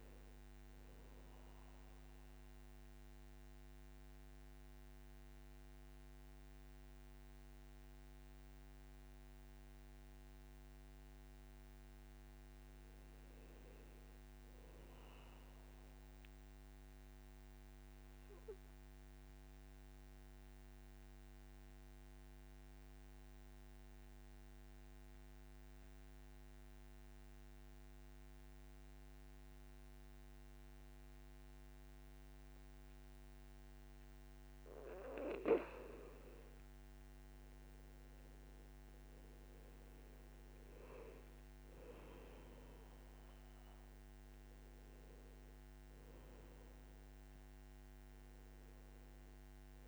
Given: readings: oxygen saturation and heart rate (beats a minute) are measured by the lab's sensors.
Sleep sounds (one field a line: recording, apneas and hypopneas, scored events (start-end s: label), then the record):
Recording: breathing in sleep, hard to hear, by a microphone on the trachea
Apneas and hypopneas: 2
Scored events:
0.00-19.00 s: oxygen desaturation (device-marked, oxygen 89% lowest, heart rate 50 extreme)
2.00-12.50 s: central apnea (oxygen 98% before, 89% lowest, heart rate 65 before, 50 extreme, up 9 after)
14.00-16.50 s: arousal
18.50-35.00 s: obstructive apnea (oxygen 98% before, 89% lowest, heart rate 56 before, 51 extreme, up 6 after)
26.00-33.00 s: oxygen desaturation (device-marked, oxygen 100% before, 97% lowest, heart rate 55 before, 54 extreme)
37.00-41.50 s: arousal
40.00-49.88 s: oxygen desaturation (device-marked, oxygen 98% before, 89% lowest, heart rate 54 before, 55 extreme)
From the record:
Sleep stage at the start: N2 (light sleep)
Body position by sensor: on the back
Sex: male